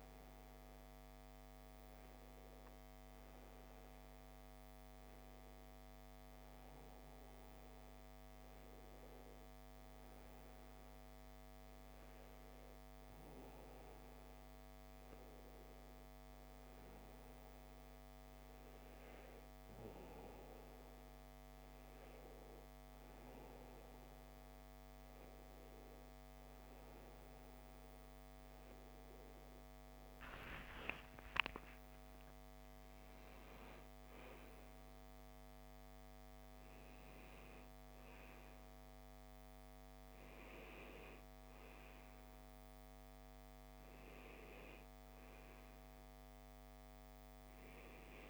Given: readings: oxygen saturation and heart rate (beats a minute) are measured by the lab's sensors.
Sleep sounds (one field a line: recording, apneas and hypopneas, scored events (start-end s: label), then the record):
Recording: breathing in sleep, hard to hear, by a microphone on the trachea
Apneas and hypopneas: none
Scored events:
26.00-30.00 s: arousal
From the record:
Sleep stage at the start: N2 (light sleep)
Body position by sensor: on the back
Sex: male